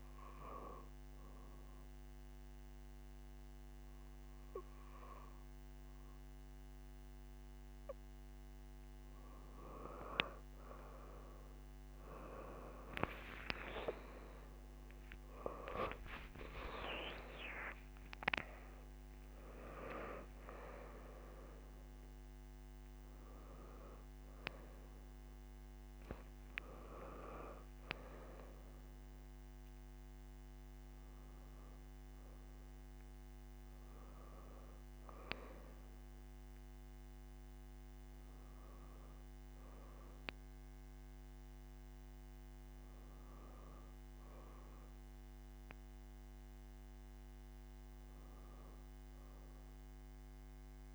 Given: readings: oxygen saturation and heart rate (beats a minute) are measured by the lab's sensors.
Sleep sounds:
a person awake in a sleep study, by a microphone on the trachea; none
0.00-3.00 s: oxygen desaturation (device-marked, oxygen 91% lowest)
4.00-34.00 s: new sleep stage, awake
23.00-39.00 s: oxygen desaturation (device-marked, oxygen 92% before, 89% lowest)
34.00-50.95 s: new sleep stage, N1 (lightest sleep)
From the record:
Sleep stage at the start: N2 (light sleep); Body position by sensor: on the back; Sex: female

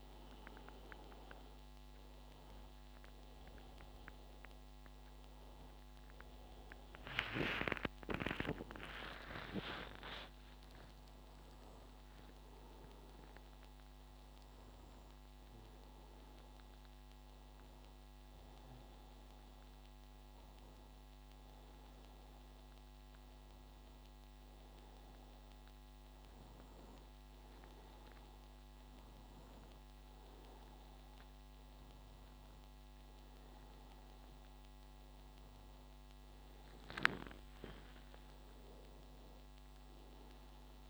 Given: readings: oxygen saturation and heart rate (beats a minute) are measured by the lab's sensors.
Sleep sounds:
breathing in sleep by a microphone on the trachea; none
none scored
From the record:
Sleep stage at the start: N1 (lightest sleep); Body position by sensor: on the back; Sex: male

